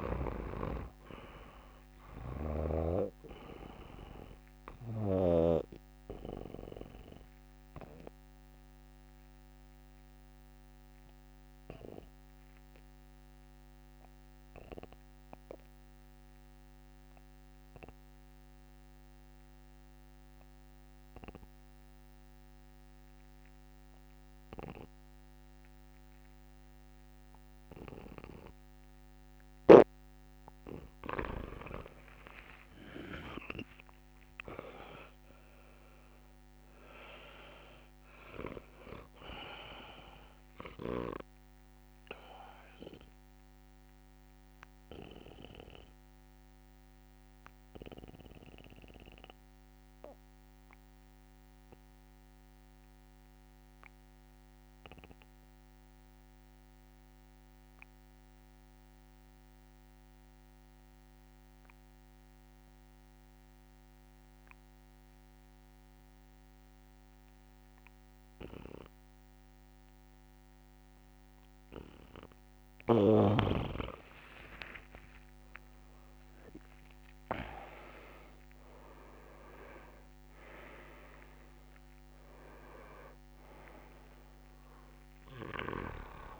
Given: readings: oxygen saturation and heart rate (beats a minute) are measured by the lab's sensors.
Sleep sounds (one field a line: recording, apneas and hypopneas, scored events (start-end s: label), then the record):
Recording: breathing in sleep by a microphone on the trachea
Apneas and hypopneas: 2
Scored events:
0.00-13.50 s: oxygen desaturation (device-marked, oxygen 85% lowest, heart rate 71 extreme)
4.00-30.50 s: obstructive apnea (oxygen 99% before, 84% lowest, heart rate 73 before, 64 extreme, up 1 after)
28.50-56.50 s: oxygen desaturation (device-marked, oxygen 99% before, 85% lowest, heart rate 74 before, 64 extreme)
32.50-36.50 s: arousal
36.00-38.00 s: long interval between heartbeats (device-marked, heart rate 73 before, 74 extreme)
42.50-72.50 s: obstructive apnea (oxygen 99% before, 83% lowest, heart rate 71 before, 69 extreme, up 5 after)
69.50-86.40 s: oxygen desaturation (device-marked, oxygen 99% before, 83% lowest, heart rate 73 before, 65 extreme)
74.50-78.00 s: arousal
From the record:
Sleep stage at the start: N2 (light sleep)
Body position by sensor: on the back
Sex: male